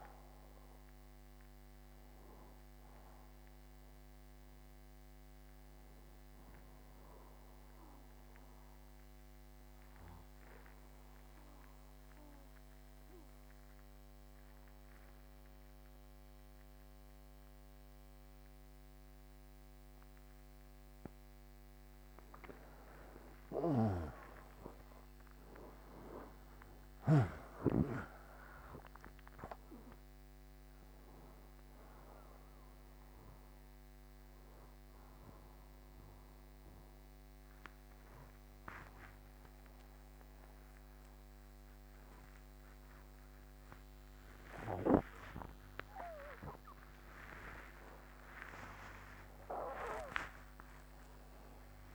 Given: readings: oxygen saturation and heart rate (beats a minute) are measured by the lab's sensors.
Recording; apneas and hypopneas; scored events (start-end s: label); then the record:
breathing in sleep by a microphone on the trachea; 2
5.50-20.00 s: obstructive apnea (oxygen 96% before, 92% lowest, heart rate 77 before, 63 extreme, up 8 after)
24.50-29.50 s: arousal
33.00-47.50 s: obstructive apnea (oxygen 96% before, 92% lowest, heart rate 69 before, 84 extreme)
33.50-48.50 s: oxygen desaturation (device-marked, oxygen 96% before, 92% lowest, heart rate 69 before, 84 extreme)
41.50-51.95 s: new sleep stage, awake
From the record:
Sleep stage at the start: N2 (light sleep); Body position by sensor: on the right side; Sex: male